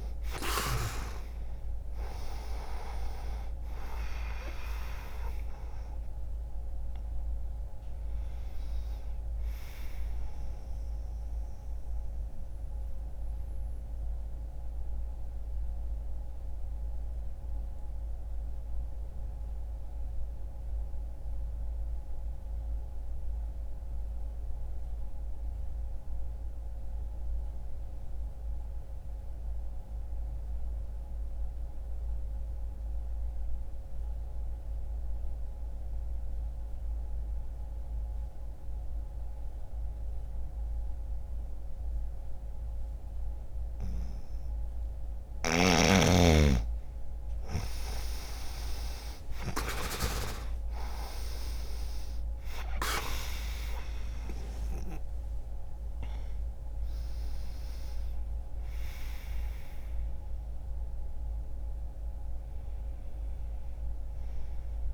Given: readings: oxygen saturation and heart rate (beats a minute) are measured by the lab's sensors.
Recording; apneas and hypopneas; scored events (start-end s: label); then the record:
breathing in sleep by a room microphone; 1
0.00-1.50 s: arousal
0.00-13.50 s: oxygen desaturation (device-marked, oxygen 92% lowest, heart rate 60 extreme)
11.00-43.00 s: obstructive apnea (oxygen 99% before, 87% lowest, heart rate 63 before, 60 extreme, up 5 after)
22.50-32.50 s: oxygen desaturation (device-marked, oxygen 93% before, 87% lowest, heart rate 63 before, 60 extreme)
46.50-51.50 s: arousal
From the record:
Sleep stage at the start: N2 (light sleep); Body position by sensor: on the back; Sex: male